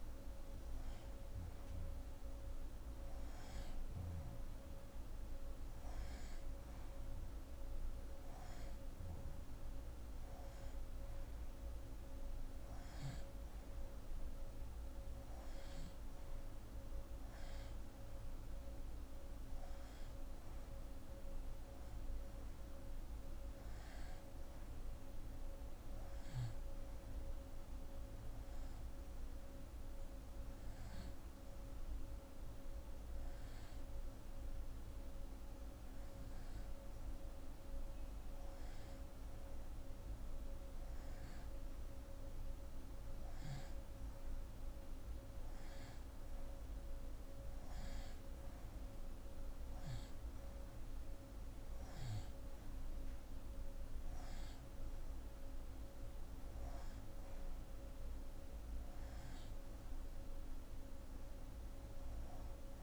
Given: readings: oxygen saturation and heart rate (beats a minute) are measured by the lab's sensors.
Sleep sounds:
breathing in sleep, hard to hear, by a room microphone; none
none scored
From the record:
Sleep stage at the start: N2 (light sleep); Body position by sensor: on the left side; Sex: female

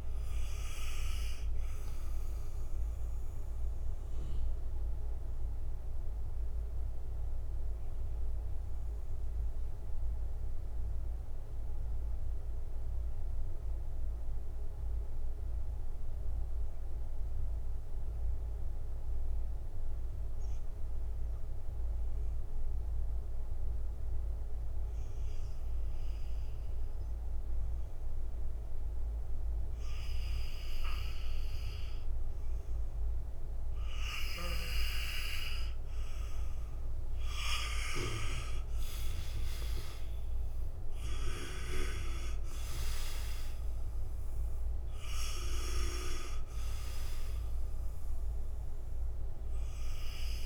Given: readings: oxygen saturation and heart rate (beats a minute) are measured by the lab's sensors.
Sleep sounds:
breathing in sleep by a room microphone; 1
0.00-20.00 s: oxygen desaturation (device-marked, oxygen 82% lowest, heart rate 56 extreme)
4.00-37.00 s: mixed apnea (oxygen 98% before, 82% lowest, heart rate 63 before, 56 extreme, up 7 after)
36.00-50.46 s: oxygen desaturation (device-marked, oxygen 97% before, 84% lowest, heart rate 69 before, 56 extreme)
38.00-44.00 s: arousal
From the record:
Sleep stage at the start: N2 (light sleep); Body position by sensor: on the back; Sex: male

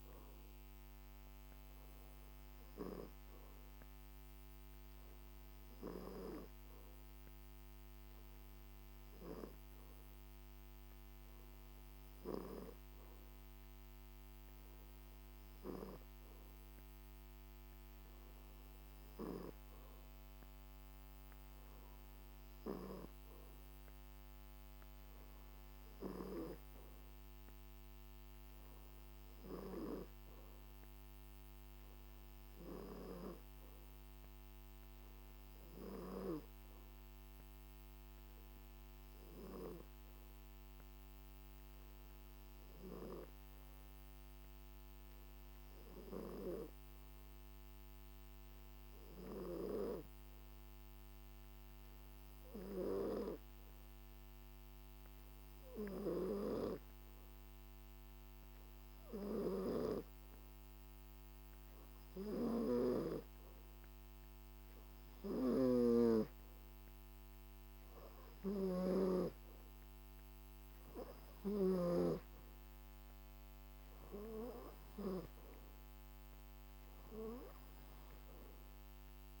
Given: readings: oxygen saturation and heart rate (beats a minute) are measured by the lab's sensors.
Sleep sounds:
breathing in sleep by a microphone on the trachea; 1
43.00-64.50 s: hypopnea (oxygen 93% before, 88% lowest, heart rate 53 before, 51 extreme, up 8 after)
67.00-71.00 s: arousal
From the record:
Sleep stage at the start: N2 (light sleep); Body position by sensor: on the back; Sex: male

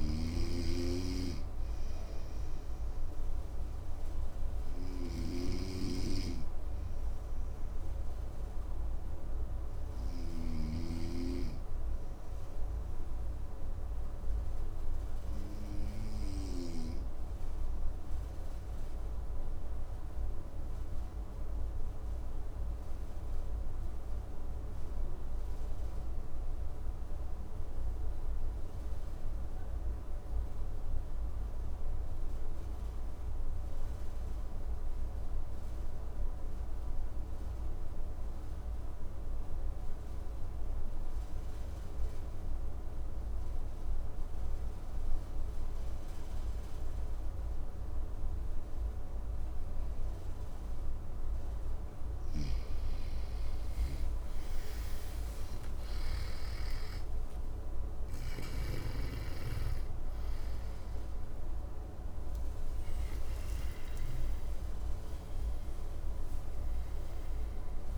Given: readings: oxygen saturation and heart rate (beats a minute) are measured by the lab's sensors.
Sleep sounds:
breathing in sleep by a room microphone; 1
0.00-9.50 s: snoring (device-marked)
10.50-50.50 s: obstructive apnea (oxygen 95% before, 90% lowest, heart rate 62 before, 55 extreme, up 13 after)
35.50-67.98 s: oxygen desaturation (device-marked, oxygen 99% before, 90% lowest, heart rate 58 before, 56 extreme)
51.50-55.50 s: snoring (device-marked)
54.00-59.50 s: arousal
57.50-62.50 s: snoring (device-marked)
From the record:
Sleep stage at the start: N2 (light sleep); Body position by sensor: on the right side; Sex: male

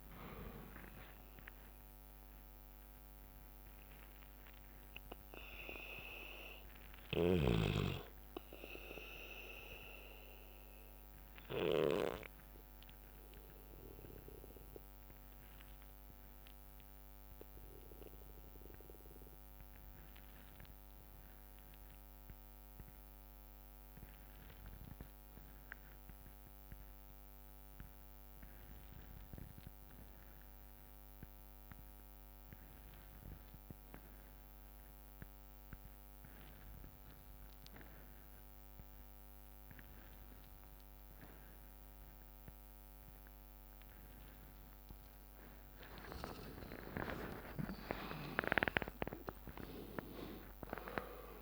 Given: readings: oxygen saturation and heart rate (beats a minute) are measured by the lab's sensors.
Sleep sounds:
breathing in sleep by a microphone on the trachea; 1
0.00-1.00 s: arousal
0.00-9.00 s: drop in pulse transit time (device-marked, heart rate 62 extreme)
0.00-18.00 s: oxygen desaturation (device-marked, oxygen 86% lowest, heart rate 53 extreme)
8.00-23.00 s: bradycardia (device-marked, heart rate 65 before, 53 extreme)
11.00-44.50 s: obstructive apnea (oxygen 99% before, 81% lowest, heart rate 65 before, 53 extreme, up 51 after)
33.00-36.00 s: bradycardia (device-marked, heart rate 65 before, 60 extreme)
35.00-51.42 s: oxygen desaturation (device-marked, oxygen 99% before, 81% lowest, heart rate 58 before, 56 extreme)
37.00-42.00 s: bradycardia (device-marked, heart rate 64 before, 58 extreme)
45.50-47.50 s: long interval between heartbeats (device-marked, heart rate 60 before, 67 extreme)
46.00-50.00 s: tachycardia (device-marked, heart rate 64 before, 104 extreme)
47.00-51.42 s: arousal
48.00-50.00 s: long interval between heartbeats (device-marked, heart rate 62 before, 100 extreme)
50.00-51.42 s: drop in pulse transit time (device-marked, heart rate 66 before, 58 extreme)
From the record:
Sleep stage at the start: N2 (light sleep); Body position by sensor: on the back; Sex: male

